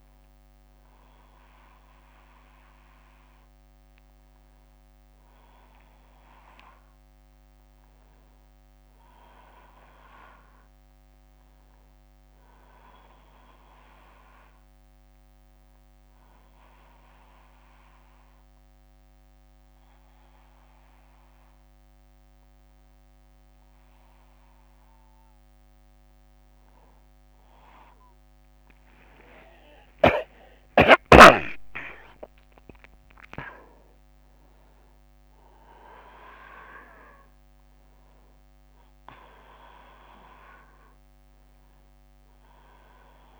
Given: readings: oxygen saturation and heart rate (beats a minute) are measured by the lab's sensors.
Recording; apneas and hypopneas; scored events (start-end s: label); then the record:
breathing in sleep by a microphone on the trachea; 1
7.50-11.00 s: arousal
14.00-26.00 s: obstructive apnea (oxygen 97% before, 93% lowest, heart rate 62 before, 58 extreme, up 35 after)
28.00-32.00 s: arousal
From the record:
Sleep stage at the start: N1 (lightest sleep); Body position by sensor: on the back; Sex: male